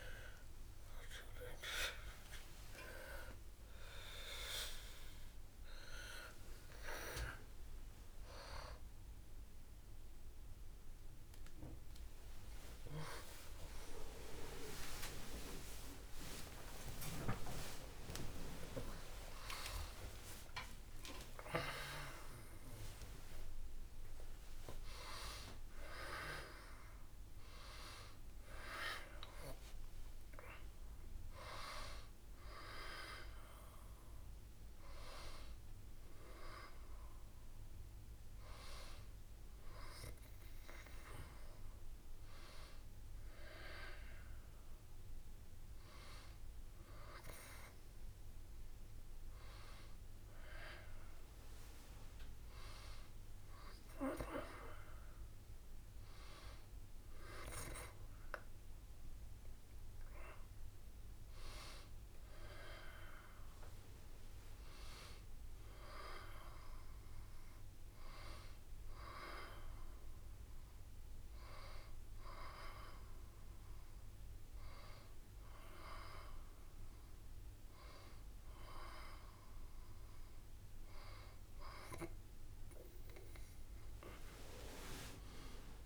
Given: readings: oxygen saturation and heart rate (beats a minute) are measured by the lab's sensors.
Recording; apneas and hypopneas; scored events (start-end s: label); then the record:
a person awake in a sleep study, by a room microphone; none
0.00-1.50 s: long interval between heartbeats (device-marked, heart rate 101 extreme)
0.00-3.00 s: leg movement (device-marked)
0.00-7.50 s: tachycardia (device-marked, heart rate 188 extreme)
4.50-6.50 s: long interval between heartbeats (device-marked, heart rate 92 before, 168 extreme)
12.50-22.50 s: tachycardia (device-marked, heart rate 72 before, 148 extreme)
14.00-16.00 s: long interval between heartbeats (device-marked, heart rate 117 before, 96 extreme)
17.00-19.00 s: long interval between heartbeats (device-marked, heart rate 120 before, 136 extreme)
20.00-22.00 s: long interval between heartbeats (device-marked, heart rate 128 before, 138 extreme)
22.50-24.50 s: long interval between heartbeats (device-marked, heart rate 132 before, 106 extreme)
83.00-85.86 s: leg movement (device-marked)
83.50-85.86 s: new sleep stage, N1 (lightest sleep)
From the record:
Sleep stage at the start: awake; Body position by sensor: on the back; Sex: female